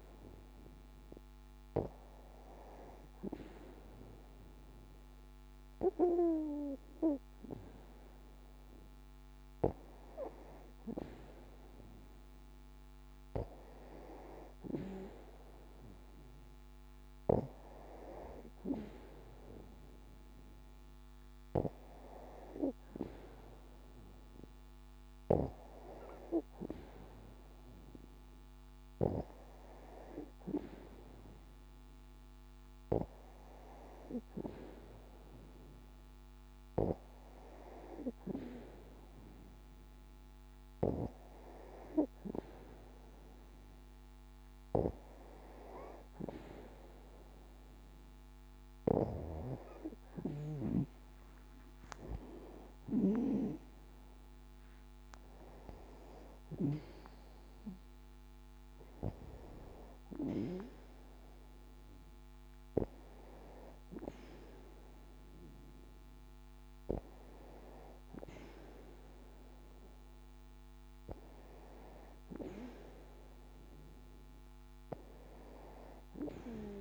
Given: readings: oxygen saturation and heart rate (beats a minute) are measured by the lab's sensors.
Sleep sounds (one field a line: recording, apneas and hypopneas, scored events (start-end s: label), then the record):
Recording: breathing in sleep by a microphone on the trachea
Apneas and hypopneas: none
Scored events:
none scored
From the record:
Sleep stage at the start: N2 (light sleep)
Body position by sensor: on the back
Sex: female